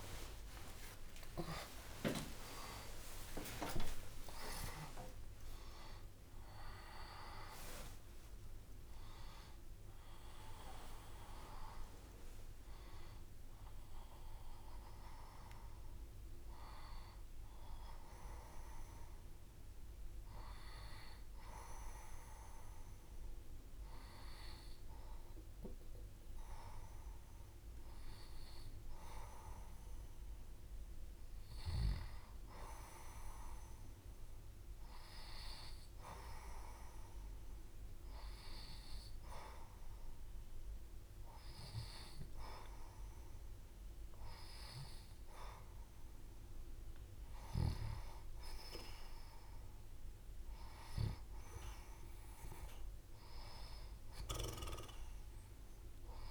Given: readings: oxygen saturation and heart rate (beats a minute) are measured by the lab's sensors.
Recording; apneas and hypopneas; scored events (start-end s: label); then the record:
a person partly awake in a sleep study, by a room microphone; 1
3.00-5.00 s: long interval between heartbeats (device-marked, heart rate 106 before, 83 extreme)
3.50-5.50 s: bradycardia (device-marked, heart rate 79 before, 75 extreme)
3.50-33.50 s: new sleep stage, N1 (lightest sleep)
10.00-13.00 s: leg movement (device-marked)
20.50-32.00 s: hypopnea (oxygen 93% before, 88% lowest, heart rate 75 before, 70 extreme, up 3 after)
21.50-25.50 s: leg movement (device-marked)
33.50-37.00 s: arousal
33.50-56.31 s: new sleep stage, N2 (light sleep)
42.50-56.31 s: oxygen desaturation (device-marked, oxygen 94% before, 88% lowest, heart rate 72 before, 69 extreme)
From the record:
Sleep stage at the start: awake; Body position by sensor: on the left side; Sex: female